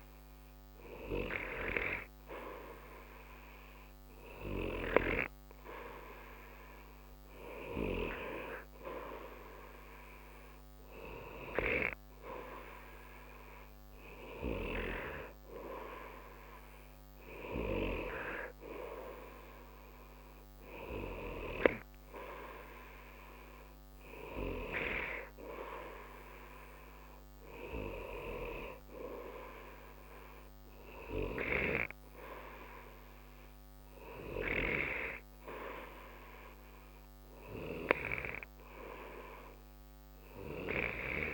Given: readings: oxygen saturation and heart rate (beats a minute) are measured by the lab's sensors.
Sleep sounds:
breathing in sleep by a microphone on the trachea; none
none scored
From the record:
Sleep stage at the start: N2 (light sleep); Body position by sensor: on the right side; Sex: male

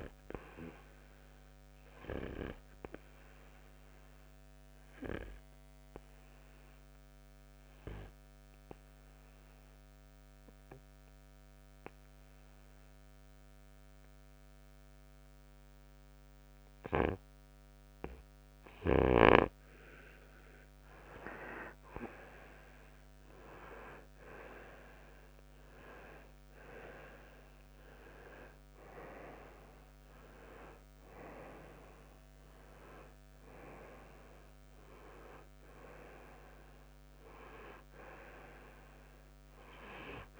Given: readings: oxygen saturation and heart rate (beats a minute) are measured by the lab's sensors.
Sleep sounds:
breathing in sleep by a microphone on the trachea; 1
0.00-19.00 s: oxygen desaturation (device-marked, oxygen 92% lowest, heart rate 56 extreme)
4.00-19.00 s: obstructive apnea (oxygen 96% before, 92% lowest, heart rate 63 before, 56 extreme, up 10 after)
22.50-27.50 s: arousal
From the record:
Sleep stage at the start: N2 (light sleep); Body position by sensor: on the right side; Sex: male

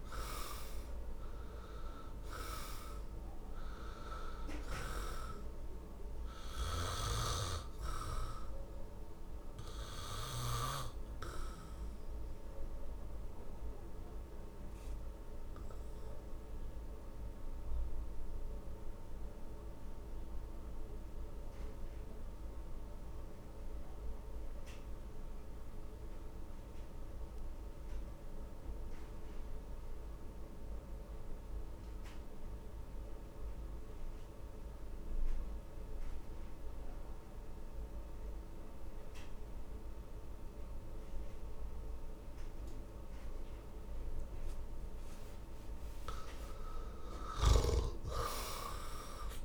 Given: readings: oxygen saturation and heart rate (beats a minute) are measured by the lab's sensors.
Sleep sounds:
breathing in sleep by a room microphone; 1
0.00-3.00 s: arousal
5.00-34.00 s: oxygen desaturation (device-marked, oxygen 98% before, 84% lowest, heart rate 59 before, 53 extreme)
7.00-11.00 s: snoring (device-marked)
11.50-45.00 s: obstructive apnea (oxygen 100% before, 82% lowest, heart rate 62 before, 49 extreme, up 17 after)
47.00-49.44 s: arousal
From the record:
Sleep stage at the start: N2 (light sleep); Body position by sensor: on the back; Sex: male

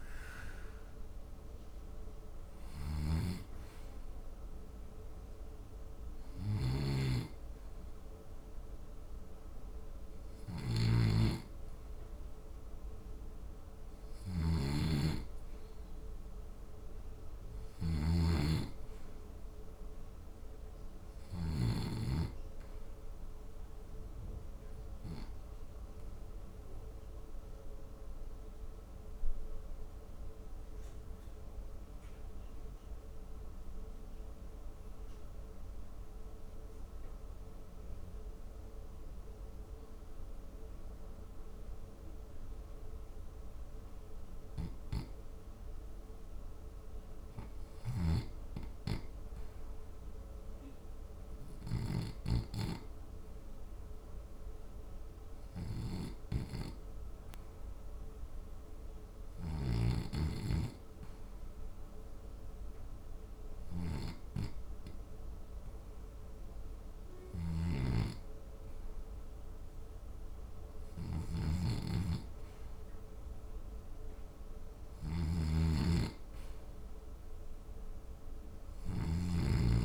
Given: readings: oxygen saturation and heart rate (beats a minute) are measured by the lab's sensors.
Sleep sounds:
breathing in sleep by a room microphone; 1
0.00-12.50 s: oxygen desaturation (device-marked, oxygen 84% lowest, heart rate 64 extreme)
6.50-18.00 s: snoring (device-marked)
16.00-20.00 s: arousal
25.00-69.50 s: mixed apnea (oxygen 98% before, 79% lowest, heart rate 75 before, 59 extreme, up 2 after)
35.50-79.85 s: new sleep stage, REM sleep
46.50-78.50 s: oxygen desaturation (device-marked, oxygen 94% before, 79% lowest, heart rate 64 before, 59 extreme)
71.00-79.50 s: snoring (device-marked)
From the record:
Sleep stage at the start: N2 (light sleep); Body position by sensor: on the back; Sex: male

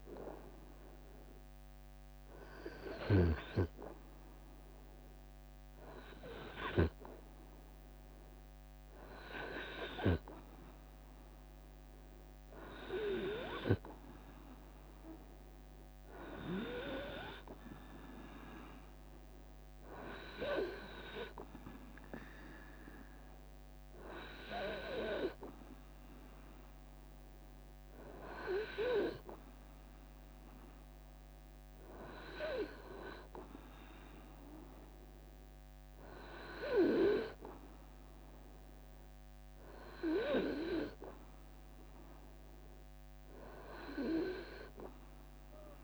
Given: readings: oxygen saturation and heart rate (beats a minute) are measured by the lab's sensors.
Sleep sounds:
breathing in sleep by a microphone on the trachea; none
17.50-26.50 s: drop in pulse transit time (device-marked, heart rate 76 before, 74 extreme)
26.00-28.00 s: long interval between heartbeats (device-marked, heart rate 75 before, 75 extreme)
38.00-40.00 s: long interval between heartbeats (device-marked, heart rate 78 before, 83 extreme)
From the record:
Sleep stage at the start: REM sleep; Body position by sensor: on the right side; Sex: male

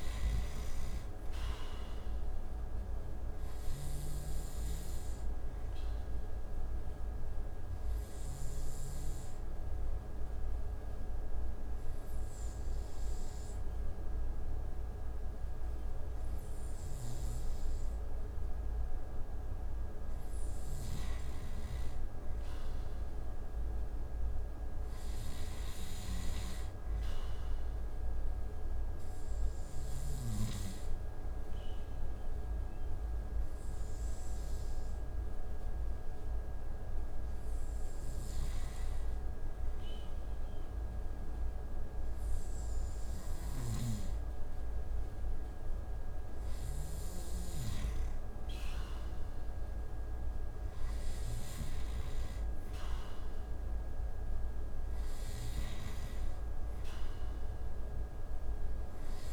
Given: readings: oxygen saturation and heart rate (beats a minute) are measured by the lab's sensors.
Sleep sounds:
breathing in sleep, hard to hear, by a room microphone; 2
0.00-4.00 s: snoring (device-marked)
3.50-21.50 s: oxygen desaturation (device-marked, oxygen 95% before, 88% lowest)
5.50-19.00 s: obstructive apnea (oxygen 95% before, 88% lowest)
22.00-25.50 s: arousal
31.00-45.50 s: hypopnea (oxygen 95% before, 89% lowest)
32.50-45.50 s: oxygen desaturation (device-marked, oxygen 95% before, 90% lowest)
42.50-51.00 s: snoring (device-marked)
48.00-51.50 s: arousal
54.50-59.33 s: oxygen desaturation (device-marked, oxygen 93% before, 89% lowest)
From the record:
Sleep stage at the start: N2 (light sleep); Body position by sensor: on the right side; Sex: male

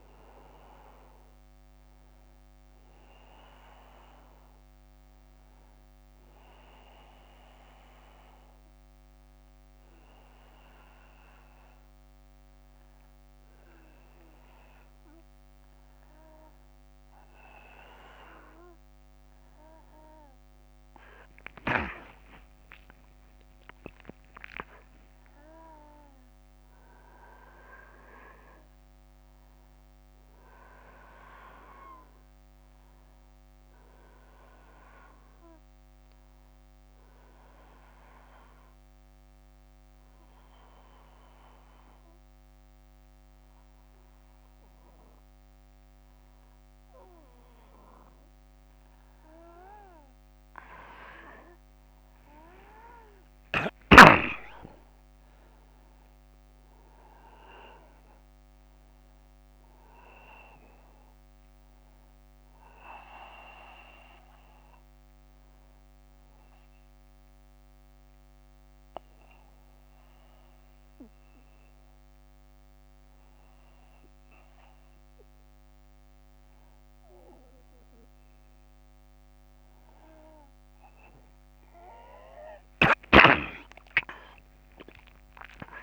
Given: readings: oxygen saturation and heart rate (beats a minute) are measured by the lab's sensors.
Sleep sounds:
a person partly awake in a sleep study, by a microphone on the trachea; 3
4.50-15.50 s: hypopnea (oxygen 98% before, 92% lowest, heart rate 84 before, 65 extreme, up 14 after)
4.50-85.83 s: new sleep stage, N1 (lightest sleep)
19.50-23.00 s: arousal
37.00-47.00 s: obstructive apnea (oxygen 97% before, 92% lowest, heart rate 74 before, 61 extreme, up 6 after)
50.00-54.00 s: arousal
52.50-72.50 s: oxygen desaturation (device-marked, oxygen 96% before, 92% lowest, heart rate 65 before, 61 extreme)
65.00-78.50 s: obstructive apnea (oxygen 96% before, 93% lowest, heart rate 68 before, 61 extreme, up 7 after)
81.00-84.50 s: arousal
From the record:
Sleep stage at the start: awake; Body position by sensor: on the back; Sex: male

